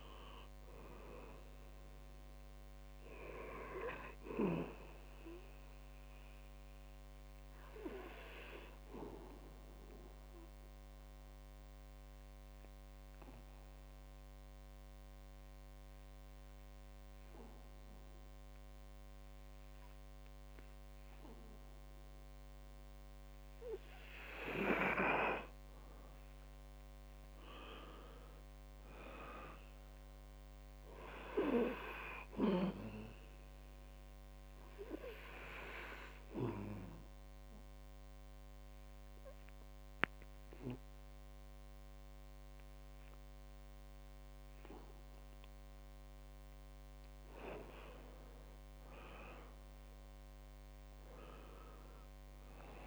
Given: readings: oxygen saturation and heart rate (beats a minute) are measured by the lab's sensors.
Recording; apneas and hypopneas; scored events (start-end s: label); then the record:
breathing in sleep by a microphone on the trachea; 2
0.00-21.00 s: oxygen desaturation (device-marked, oxygen 82% lowest, heart rate 59 extreme)
6.50-24.00 s: obstructive apnea (oxygen 99% before, 82% lowest, heart rate 71 before, 60 extreme, up 7 after)
25.50-29.00 s: arousal
35.00-52.87 s: oxygen desaturation (device-marked, oxygen 99% before, 93% lowest, heart rate 67 before, 58 extreme)
35.50-47.00 s: obstructive apnea (heart rate 67 before, 58 extreme, up 4 after)
48.50-52.87 s: arousal
From the record:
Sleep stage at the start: N2 (light sleep); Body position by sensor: on the back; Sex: male